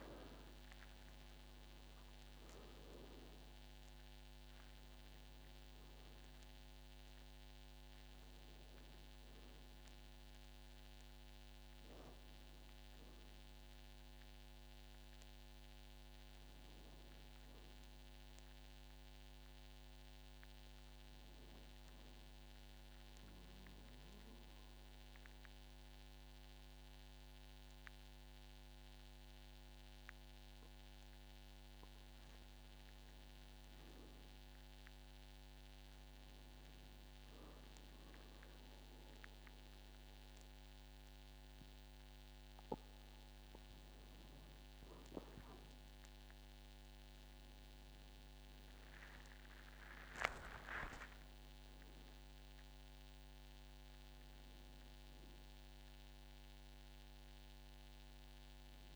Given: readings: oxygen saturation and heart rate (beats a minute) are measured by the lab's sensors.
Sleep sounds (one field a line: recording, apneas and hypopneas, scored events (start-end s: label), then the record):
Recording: breathing in sleep, hard to hear, by a microphone on the trachea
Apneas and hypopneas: 1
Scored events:
0.00-1.50 s: long interval between heartbeats (device-marked, heart rate 108 extreme)
0.00-27.50 s: oxygen desaturation (device-marked, oxygen 84% lowest, heart rate 49 extreme)
22.00-32.00 s: central apnea (oxygen 95% before, 93% lowest, heart rate 72 before, 49 extreme, up 13 after)
48.00-52.00 s: arousal
From the record:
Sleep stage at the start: N2 (light sleep)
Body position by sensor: on the back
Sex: male